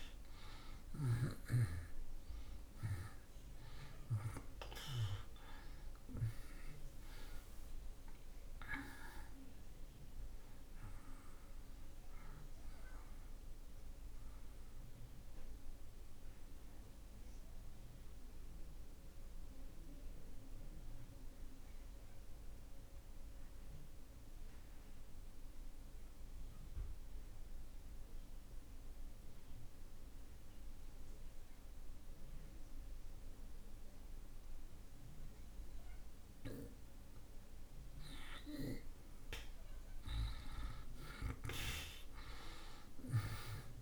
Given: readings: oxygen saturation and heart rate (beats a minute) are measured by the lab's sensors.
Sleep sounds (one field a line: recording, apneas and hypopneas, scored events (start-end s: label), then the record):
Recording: breathing in sleep by a room microphone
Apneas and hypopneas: 1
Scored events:
0.00-29.50 s: oxygen desaturation (device-marked, oxygen 76% lowest)
14.00-37.50 s: obstructive apnea (oxygen 97% before, 75% lowest)
36.50-43.82 s: oxygen desaturation (device-marked, oxygen 98% before, 75% lowest)
41.50-43.82 s: arousal
From the record:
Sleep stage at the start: N2 (light sleep)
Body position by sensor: on the back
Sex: male